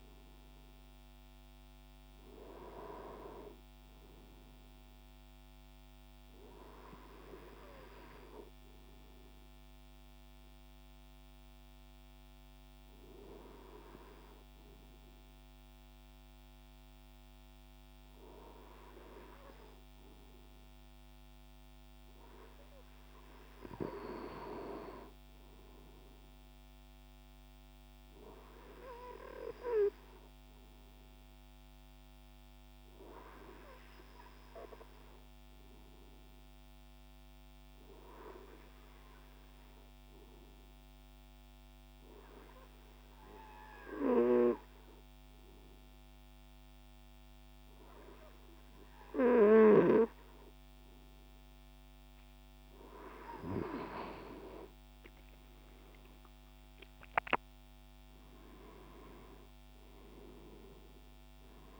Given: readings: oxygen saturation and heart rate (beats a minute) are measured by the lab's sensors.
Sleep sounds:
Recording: breathing in sleep by a microphone on the trachea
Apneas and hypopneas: 2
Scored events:
5.00-22.00 s: hypopnea (oxygen 96% before, 94% lowest, heart rate 80 before, 69 extreme, up 5 after)
24.00-27.00 s: arousal
31.50-52.50 s: obstructive apnea (oxygen 98% before, 94% lowest, heart rate 72 before, 65 extreme, up 6 after)
55.00-59.00 s: arousal
From the record:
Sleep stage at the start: N2 (light sleep)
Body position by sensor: on the right side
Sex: male

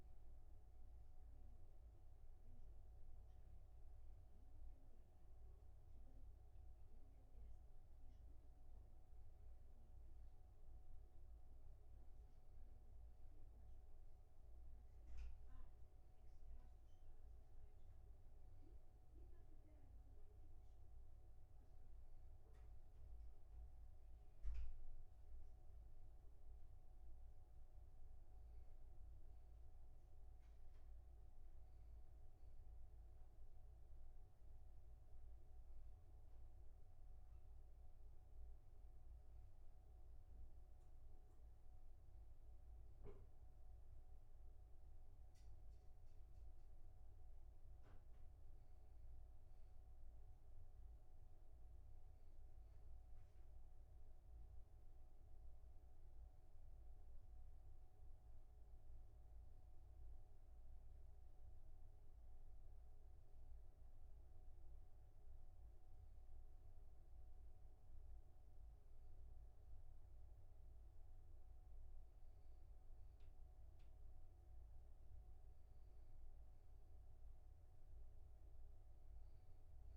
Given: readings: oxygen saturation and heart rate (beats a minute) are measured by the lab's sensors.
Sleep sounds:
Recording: a person awake in a sleep study, hard to hear, by a room microphone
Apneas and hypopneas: none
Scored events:
60.00-79.97 s: new sleep stage, N1 (lightest sleep)
From the record:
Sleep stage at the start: awake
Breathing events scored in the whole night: 175 in 2.9 hours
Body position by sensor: on the back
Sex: male

